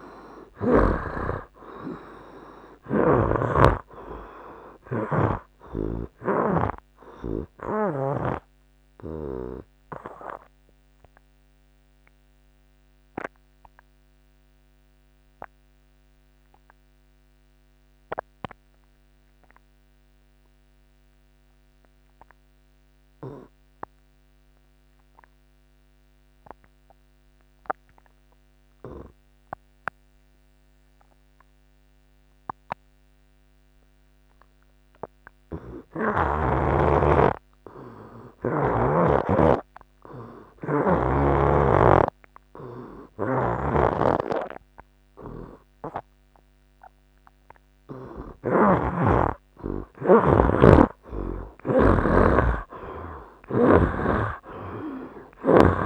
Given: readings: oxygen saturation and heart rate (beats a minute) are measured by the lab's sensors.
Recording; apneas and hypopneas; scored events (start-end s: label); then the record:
breathing in sleep by a microphone on the trachea; 1
0.00-1.00 s: snoring (device-marked)
0.50-25.50 s: oxygen desaturation (device-marked, oxygen 96% before, 81% lowest, heart rate 69 before, 64 extreme)
8.00-48.00 s: obstructive apnea (oxygen 96% before, 75% lowest, heart rate 73 before, 64 extreme, up 4 after)
30.50-55.85 s: oxygen desaturation (device-marked, oxygen 96% before, 75% lowest, heart rate 66 before, 65 extreme)
43.50-55.85 s: snoring (device-marked)
51.50-55.50 s: arousal
From the record:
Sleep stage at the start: N2 (light sleep); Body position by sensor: on the right side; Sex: male